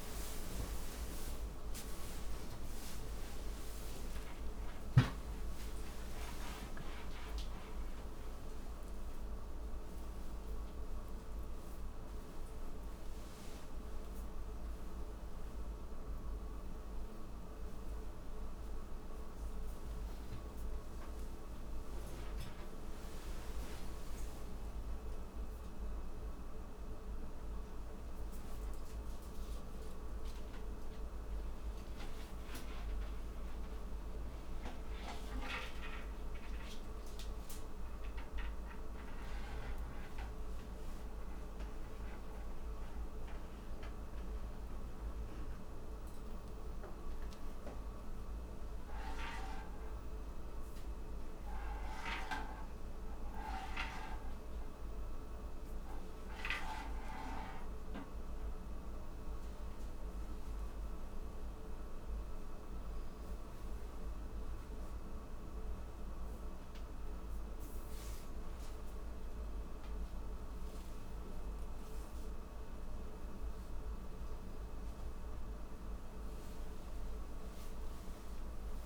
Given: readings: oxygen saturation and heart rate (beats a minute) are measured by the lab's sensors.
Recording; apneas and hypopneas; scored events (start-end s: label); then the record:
breathing in sleep, hard to hear, by a room microphone; none
none scored
From the record:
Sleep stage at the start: N1 (lightest sleep); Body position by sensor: upright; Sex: male